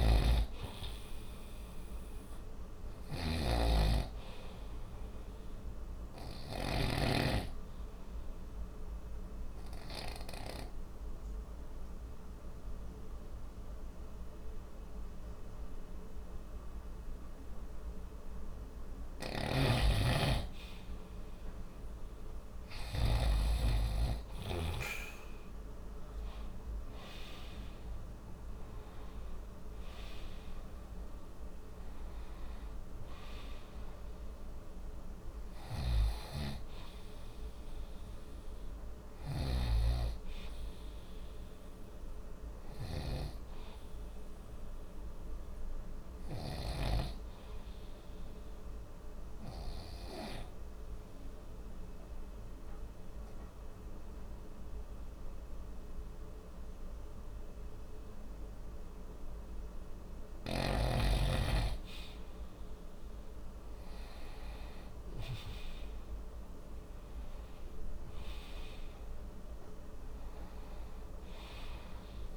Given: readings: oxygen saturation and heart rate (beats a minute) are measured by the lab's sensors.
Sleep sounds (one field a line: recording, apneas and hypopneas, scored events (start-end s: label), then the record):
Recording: breathing in sleep by a room microphone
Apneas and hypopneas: 2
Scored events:
0.00-7.00 s: snoring (device-marked)
7.00-18.50 s: obstructive apnea (oxygen 95% before, 89% lowest, heart rate 57 before, 40 extreme, up 8 after)
19.00-23.00 s: snoring (device-marked)
25.50-29.50 s: arousal
27.00-52.00 s: oxygen desaturation (device-marked, oxygen 94% before, 89% lowest, heart rate 57 before, 40 extreme)
35.50-46.50 s: snoring (device-marked)
48.50-60.50 s: obstructive apnea (oxygen 94% before, 91% lowest, heart rate 52 before, 40 extreme, up 7 after)
64.50-69.50 s: arousal
67.00-72.37 s: oxygen desaturation (device-marked, oxygen 96% before, 92% lowest, heart rate 50 before, 26 extreme)
From the record:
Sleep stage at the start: N2 (light sleep)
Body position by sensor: on the right side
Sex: male